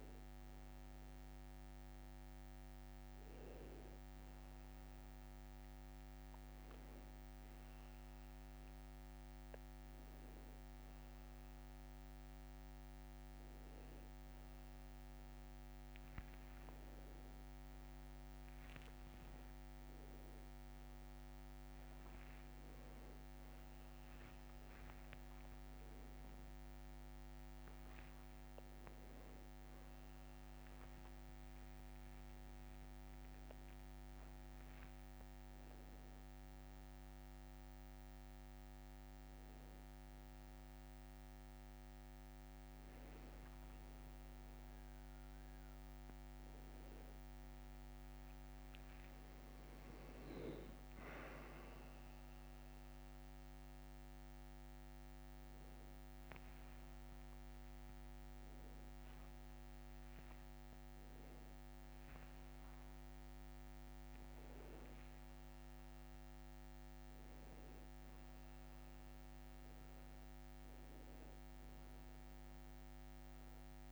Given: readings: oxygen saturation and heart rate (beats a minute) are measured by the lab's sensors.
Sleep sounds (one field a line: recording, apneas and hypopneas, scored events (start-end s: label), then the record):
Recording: a person awake in a sleep study, hard to hear, by a microphone on the trachea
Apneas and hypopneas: none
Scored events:
27.00-29.00 s: long interval between heartbeats (device-marked, heart rate 64 before, 72 extreme)
43.50-45.50 s: long interval between heartbeats (device-marked, heart rate 67 before, 69 extreme)
43.50-48.50 s: tachycardia (device-marked, heart rate 77 before, 116 extreme)
48.00-50.00 s: long interval between heartbeats (device-marked, heart rate 72 before, 116 extreme)
56.50-58.50 s: long interval between heartbeats (device-marked, heart rate 81 before, 72 extreme)
59.00-61.00 s: long interval between heartbeats (device-marked, heart rate 82 before, 81 extreme)
64.00-66.00 s: long interval between heartbeats (device-marked, heart rate 86 before, 89 extreme)
From the record:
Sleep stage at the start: awake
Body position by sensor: on the back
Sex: male